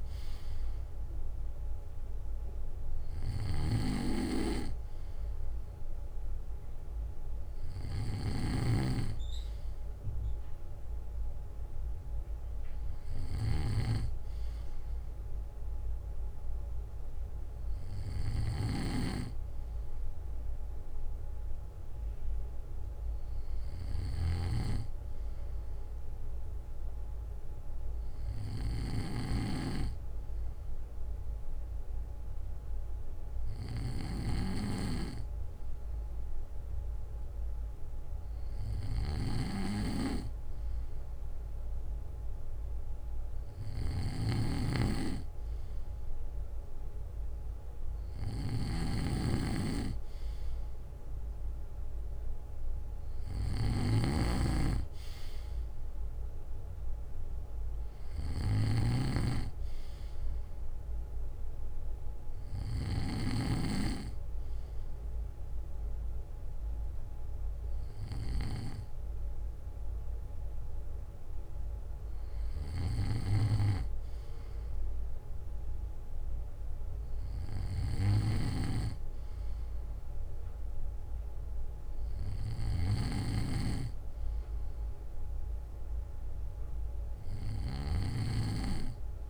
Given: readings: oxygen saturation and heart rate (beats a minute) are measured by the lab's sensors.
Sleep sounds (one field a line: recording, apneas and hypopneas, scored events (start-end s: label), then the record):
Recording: breathing in sleep by a room microphone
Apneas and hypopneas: none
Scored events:
8.00-18.50 s: snoring (device-marked)
29.00-63.00 s: snoring (device-marked)
78.00-83.00 s: snoring (device-marked)
From the record:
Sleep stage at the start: N2 (light sleep)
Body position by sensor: on the back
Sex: male